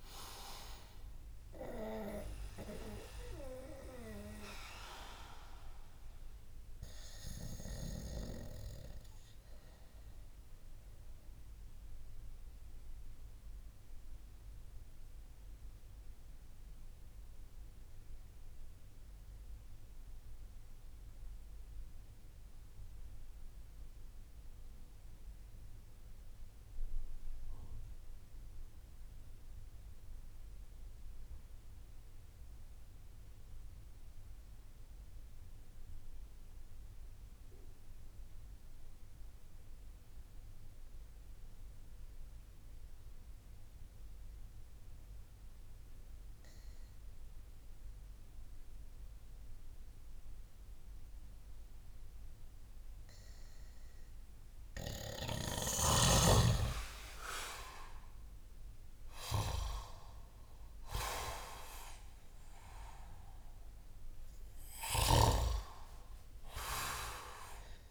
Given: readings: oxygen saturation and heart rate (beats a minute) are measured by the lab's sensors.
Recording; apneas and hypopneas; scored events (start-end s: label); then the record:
breathing in sleep by a room microphone; 1
11.50-53.00 s: mixed apnea (oxygen 94% before, 90% lowest)
47.00-60.00 s: oxygen desaturation (device-marked, oxygen 98% before, 94% lowest)
54.00-58.50 s: arousal
From the record:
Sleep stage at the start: N2 (light sleep); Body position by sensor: on the back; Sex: male